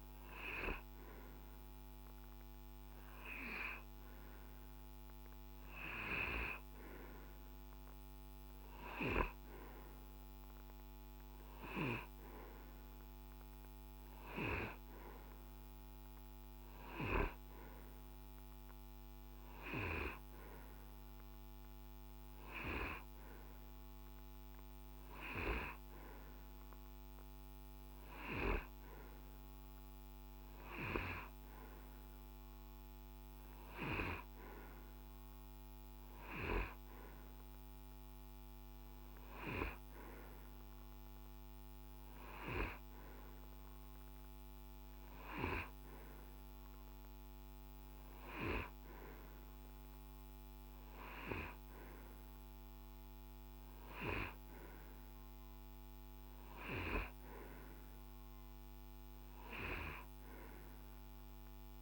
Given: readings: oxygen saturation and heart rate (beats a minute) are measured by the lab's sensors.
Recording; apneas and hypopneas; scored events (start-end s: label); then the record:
breathing in sleep by a microphone on the trachea; none
none scored
From the record:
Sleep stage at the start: N2 (light sleep); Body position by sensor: on the right side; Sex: male